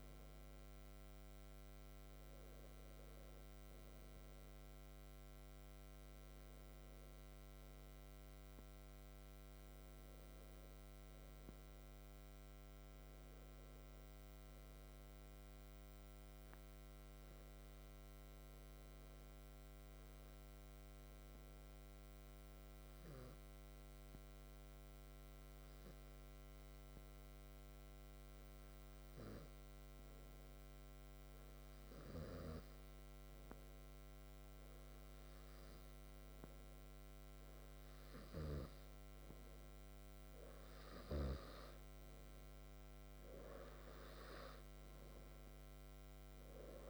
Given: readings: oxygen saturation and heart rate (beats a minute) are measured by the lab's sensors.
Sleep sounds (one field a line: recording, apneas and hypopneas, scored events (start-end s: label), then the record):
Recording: breathing in sleep by a microphone on the trachea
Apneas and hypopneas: 1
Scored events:
18.00-37.00 s: hypopnea (oxygen 96% before, 92% lowest, heart rate 62 before, 63 extreme, up 2 after)
33.00-46.90 s: oxygen desaturation (device-marked, oxygen 96% before, 92% lowest, heart rate 62 before, 58 extreme)
38.50-42.50 s: arousal
From the record:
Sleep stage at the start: N2 (light sleep)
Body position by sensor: on the back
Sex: male